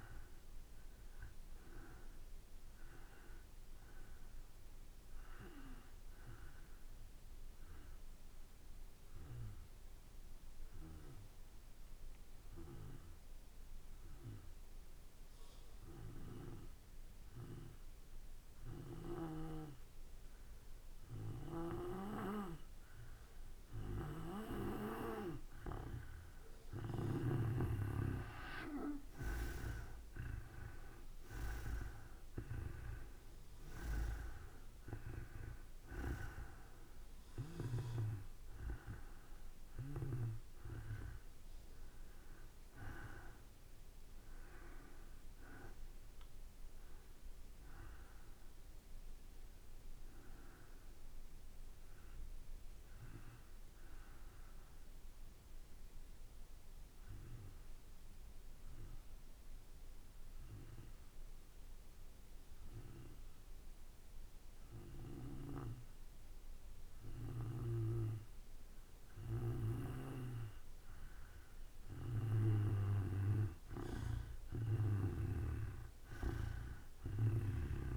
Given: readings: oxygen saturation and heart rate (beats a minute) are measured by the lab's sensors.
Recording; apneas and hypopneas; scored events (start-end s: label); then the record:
breathing in sleep by a room microphone; 2
6.50-24.50 s: obstructive apnea (oxygen 94% before, 86% lowest, heart rate 58 before, 54 extreme, up 6 after)
22.50-47.50 s: oxygen desaturation (device-marked, oxygen 96% before, 88% lowest, heart rate 55 before, 55 extreme)
28.00-32.00 s: arousal
49.00-52.50 s: arousal
55.00-71.00 s: obstructive apnea (oxygen 96% before, 86% lowest, heart rate 58 before, 55 extreme, up 5 after)
70.50-77.97 s: oxygen desaturation (device-marked, oxygen 96% before, 86% lowest, heart rate 56 before, 56 extreme)
74.00-77.97 s: arousal
From the record:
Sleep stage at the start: N2 (light sleep); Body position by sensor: on the back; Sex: male